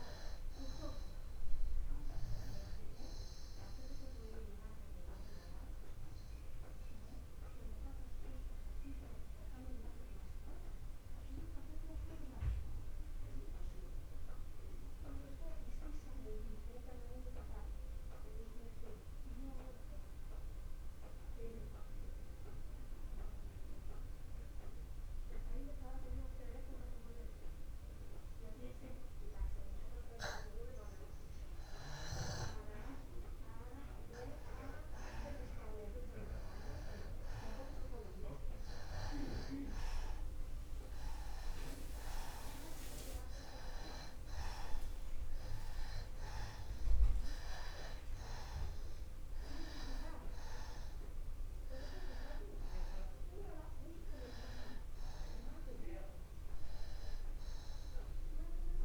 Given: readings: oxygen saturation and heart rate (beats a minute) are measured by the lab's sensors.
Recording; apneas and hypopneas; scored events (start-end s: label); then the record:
breathing in sleep by a room microphone; 1
0.00-22.50 s: oxygen desaturation (device-marked, oxygen 86% lowest, heart rate 61 extreme)
4.00-33.00 s: mixed apnea (oxygen 97% before, 86% lowest, heart rate 61 before, 61 extreme, up 0 after)
34.50-39.00 s: arousal
39.50-58.84 s: oxygen desaturation (device-marked, oxygen 97% before, 87% lowest, heart rate 61 before, 60 extreme)
From the record:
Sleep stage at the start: N2 (light sleep); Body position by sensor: on the back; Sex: male